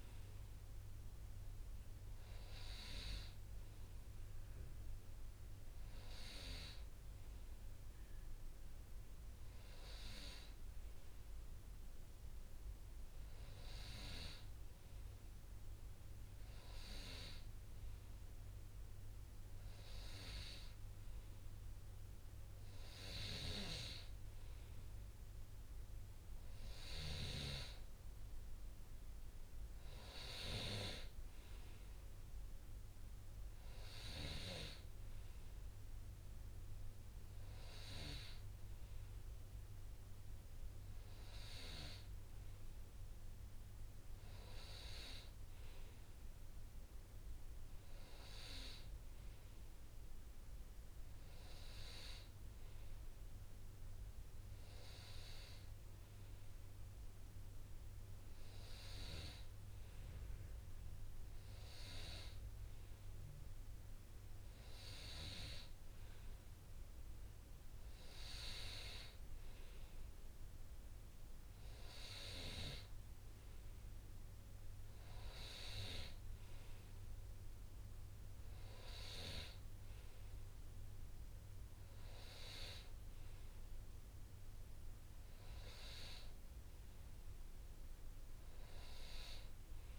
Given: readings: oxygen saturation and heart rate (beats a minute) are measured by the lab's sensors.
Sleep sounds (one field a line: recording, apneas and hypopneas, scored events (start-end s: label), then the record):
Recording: breathing in sleep by a room microphone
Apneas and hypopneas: none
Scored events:
none scored
From the record:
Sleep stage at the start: N2 (light sleep)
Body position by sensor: on the right side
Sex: male